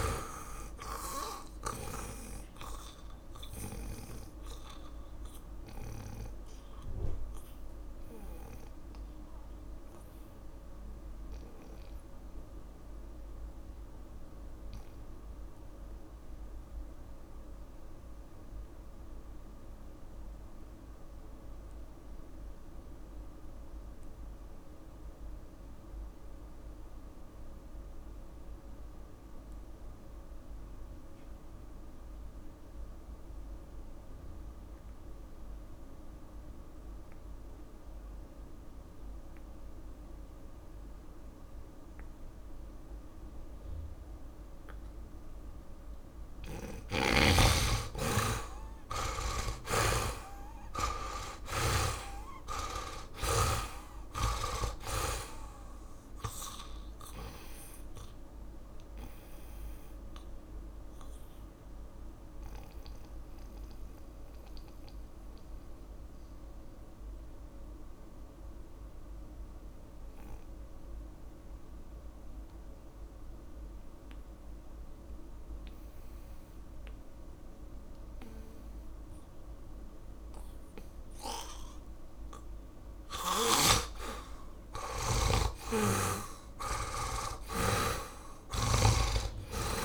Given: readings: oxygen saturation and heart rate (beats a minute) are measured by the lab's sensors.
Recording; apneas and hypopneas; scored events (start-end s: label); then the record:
breathing in sleep by a room microphone; 2
0.00-20.00 s: oxygen desaturation (device-marked, oxygen 97% before, 78% lowest)
4.00-46.00 s: obstructive apnea (oxygen 100% before, 72% lowest)
32.00-77.00 s: oxygen desaturation (device-marked, oxygen 100% before, 72% lowest)
47.00-54.00 s: snoring (device-marked)
49.00-54.00 s: arousal
58.00-84.00 s: mixed apnea (oxygen 97% before, 72% lowest)
85.50-89.00 s: arousal
86.00-89.50 s: snoring (device-marked)
From the record:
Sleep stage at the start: N2 (light sleep); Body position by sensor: on the back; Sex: male